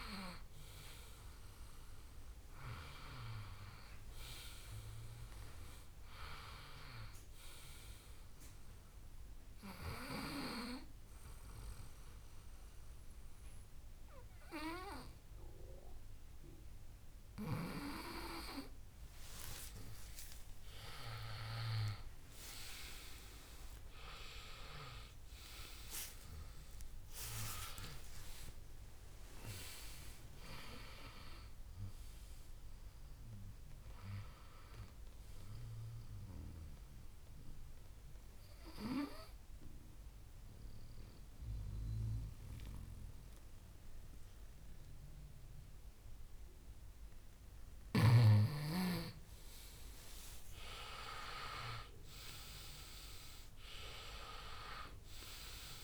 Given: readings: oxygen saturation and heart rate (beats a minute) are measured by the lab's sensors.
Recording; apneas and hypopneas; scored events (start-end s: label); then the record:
breathing in sleep by a room microphone; 2
7.50-20.00 s: obstructive apnea (oxygen 97% before, 93% lowest, heart rate 76 before, 69 extreme, up 8 after)
21.00-26.00 s: arousal
36.50-49.00 s: obstructive apnea (oxygen 96% before, 93% lowest, heart rate 80 before, 68 extreme, up 12 after)
51.00-55.50 s: arousal
From the record:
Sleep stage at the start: N2 (light sleep); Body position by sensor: on the right side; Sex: male